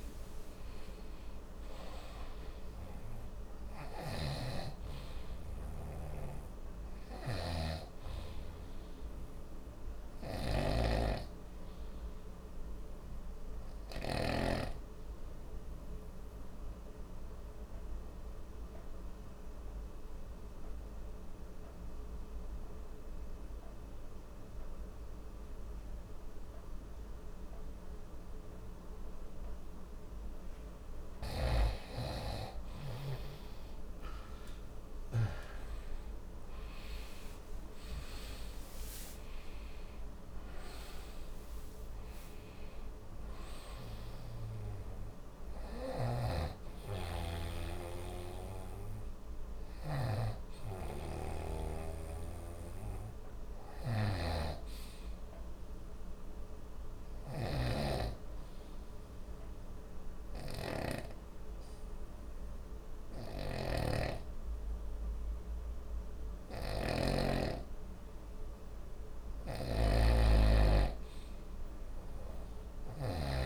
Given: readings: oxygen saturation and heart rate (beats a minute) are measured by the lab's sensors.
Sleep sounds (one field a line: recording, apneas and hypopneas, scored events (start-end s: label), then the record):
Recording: breathing in sleep by a room microphone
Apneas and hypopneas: 2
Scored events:
0.00-9.50 s: oxygen desaturation (device-marked, oxygen 91% lowest, heart rate 40 extreme)
3.50-14.50 s: snoring (device-marked)
13.00-29.50 s: obstructive apnea (oxygen 95% before, 91% lowest)
34.00-39.50 s: arousal
34.50-66.50 s: oxygen desaturation (device-marked, oxygen 97% before, 91% lowest)
46.00-57.50 s: snoring (device-marked)
58.00-69.00 s: obstructive apnea (oxygen 97% before, 91% lowest)
63.50-73.46 s: snoring (device-marked)
From the record:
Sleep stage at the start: N2 (light sleep)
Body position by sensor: on the right side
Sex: male